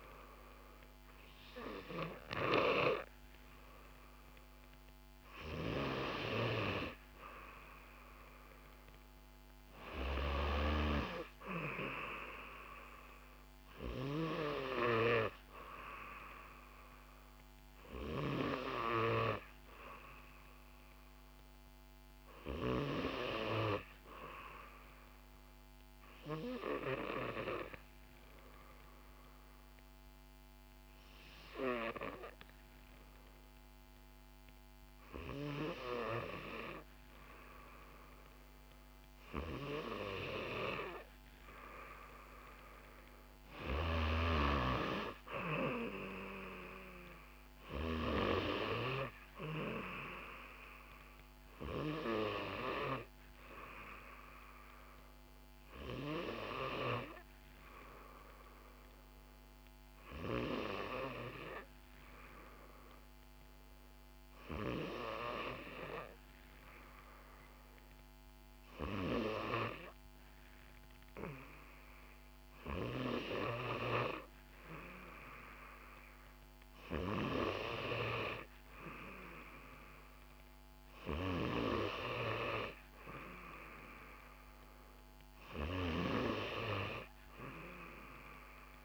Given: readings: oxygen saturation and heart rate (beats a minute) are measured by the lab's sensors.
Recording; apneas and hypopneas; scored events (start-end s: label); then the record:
breathing in sleep by a microphone on the trachea; 2
5.00-22.00 s: oxygen desaturation (device-marked, oxygen 95% before, 91% lowest, heart rate 64 before, 61 extreme)
25.00-42.00 s: obstructive apnea (oxygen 95% before, 90% lowest, heart rate 62 before, 62 extreme, up 4 after)
42.00-46.50 s: arousal
44.50-46.50 s: long interval between heartbeats (device-marked, heart rate 64 before, 65 extreme)
51.00-73.00 s: oxygen desaturation (device-marked, oxygen 94% before, 90% lowest, heart rate 64 before, 61 extreme)
56.00-69.50 s: obstructive apnea (oxygen 94% before, 90% lowest, heart rate 65 before, 61 extreme, up 3 after)
75.00-79.50 s: arousal
84.00-88.85 s: oxygen desaturation (device-marked, oxygen 94% before, 90% lowest, heart rate 64 before, 59 extreme)
From the record:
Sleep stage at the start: N2 (light sleep); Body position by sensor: on the back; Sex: female